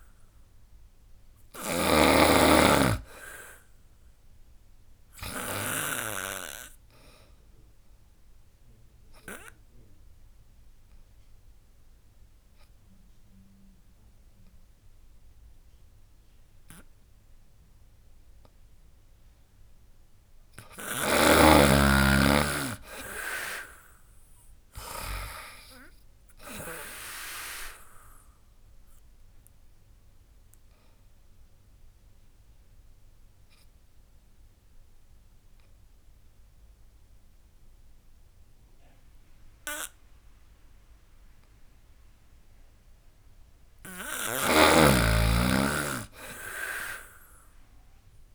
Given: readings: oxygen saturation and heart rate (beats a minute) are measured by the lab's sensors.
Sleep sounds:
breathing in sleep by a room microphone; 2
0.00-1.50 s: snoring (device-marked)
0.00-9.50 s: drop in pulse transit time (device-marked, heart rate 71 extreme)
4.50-18.50 s: oxygen desaturation (device-marked, oxygen 99% before, 94% lowest, heart rate 71 before, 61 extreme)
5.50-18.50 s: obstructive apnea (oxygen 99% before, 92% lowest, heart rate 71 before, 61 extreme, up 13 after)
21.50-24.50 s: arousal
22.50-33.50 s: drop in pulse transit time (device-marked, heart rate 73 before, 69 extreme)
27.50-42.50 s: obstructive apnea (oxygen 99% before, 92% lowest, heart rate 74 before, 61 extreme, up 23 after)
28.50-45.50 s: oxygen desaturation (device-marked, oxygen 98% before, 92% lowest, heart rate 74 before, 61 extreme)
44.00-48.35 s: snoring (device-marked)
45.00-48.00 s: arousal
46.50-48.35 s: drop in pulse transit time (device-marked, heart rate 72 before, 73 extreme)
From the record:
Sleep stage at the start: N2 (light sleep); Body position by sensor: on the back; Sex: female

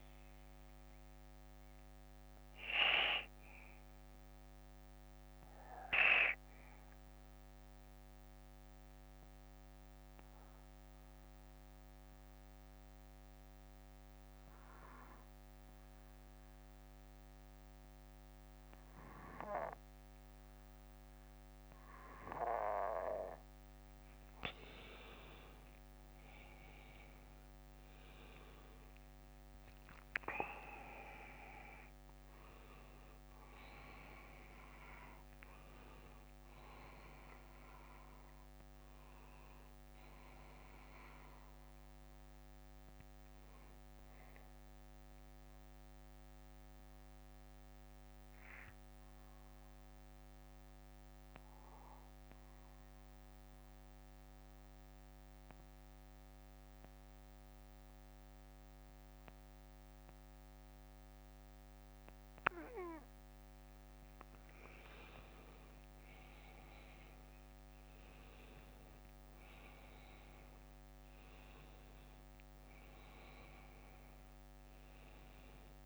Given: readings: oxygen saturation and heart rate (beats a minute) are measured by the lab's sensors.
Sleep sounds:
breathing in sleep by a microphone on the trachea; 2
0.00-1.50 s: bradycardia (device-marked, heart rate 60 extreme)
2.50-4.50 s: bradycardia (device-marked, heart rate 60 before, 53 extreme)
3.00-24.00 s: obstructive apnea (oxygen 97% before, 93% lowest, heart rate 62 before, 52 extreme, up 14 after)
5.50-24.50 s: bradycardia (device-marked, heart rate 60 before, 52 extreme)
28.00-31.50 s: arousal
41.50-61.50 s: bradycardia (device-marked, heart rate 60 before, 45 extreme)
44.50-63.00 s: central apnea (oxygen 97% before, 92% lowest, heart rate 69 before, 52 extreme, up 23 after)
63.50-68.00 s: arousal
From the record:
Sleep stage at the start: N2 (light sleep); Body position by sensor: on the back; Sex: male

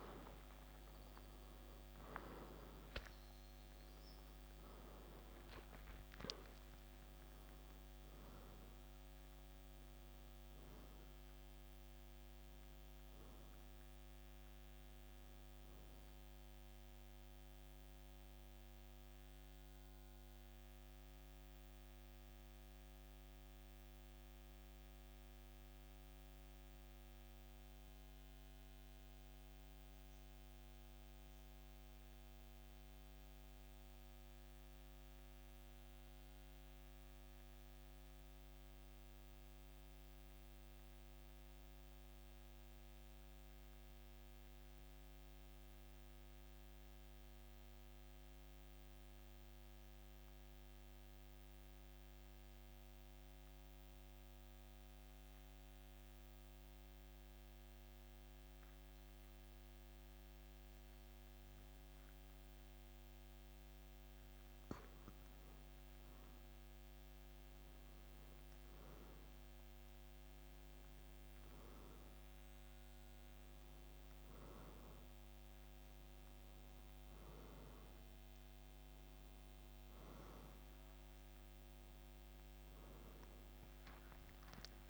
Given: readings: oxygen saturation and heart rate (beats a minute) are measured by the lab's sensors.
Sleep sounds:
breathing in sleep, hard to hear, by a microphone on the trachea; 1
0.00-42.50 s: oxygen desaturation (device-marked, oxygen 88% lowest, heart rate 52 extreme)
21.00-63.00 s: mixed apnea (oxygen 96% before, 88% lowest, heart rate 60 before, 52 extreme, up 2 after)
41.50-84.90 s: new sleep stage, N2 (light sleep)
66.00-70.50 s: arousal
66.50-84.90 s: oxygen desaturation (device-marked, oxygen 98% before, 88% lowest, heart rate 54 before, 52 extreme)
From the record:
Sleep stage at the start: REM sleep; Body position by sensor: on the back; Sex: male

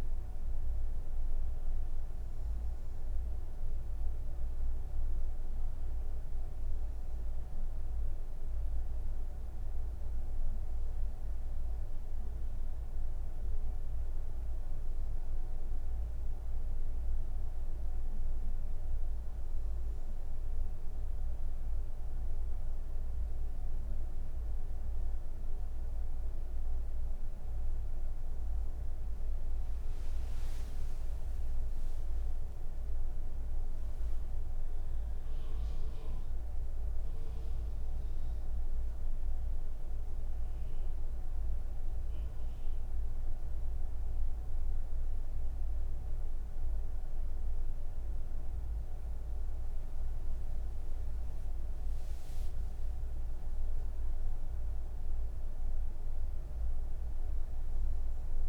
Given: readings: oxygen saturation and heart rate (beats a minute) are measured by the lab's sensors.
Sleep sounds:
breathing in sleep, hard to hear, by a room microphone; 1
17.00-31.00 s: obstructive apnea (oxygen 98% before, 94% lowest, heart rate 42 before, 34 extreme, up 27 after)
51.00-58.49 s: new sleep stage, N3 (deep sleep)
From the record:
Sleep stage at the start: N1 (lightest sleep); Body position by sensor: on the back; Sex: female

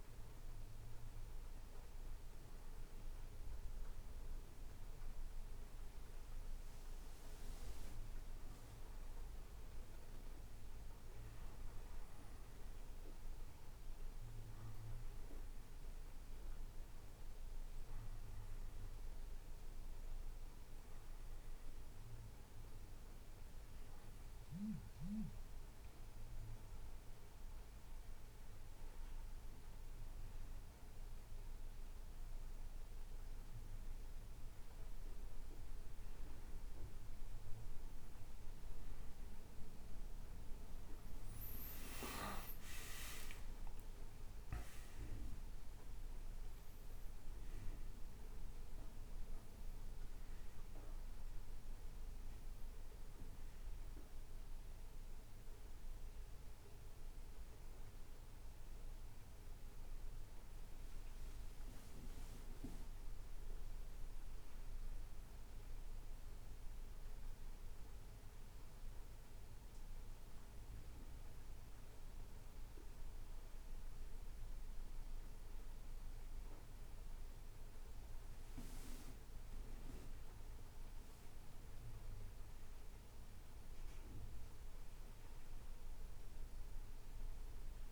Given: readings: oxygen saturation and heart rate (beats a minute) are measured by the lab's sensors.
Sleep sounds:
breathing in sleep, hard to hear, by a room microphone; 1
37.50-42.50 s: arousal
43.00-87.92 s: new sleep stage, N1 (lightest sleep)
65.50-78.00 s: hypopnea (oxygen 96% before, 95% lowest, heart rate 68 before, 65 extreme, up 8 after)
From the record:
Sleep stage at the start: N2 (light sleep); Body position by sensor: on the right side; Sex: male

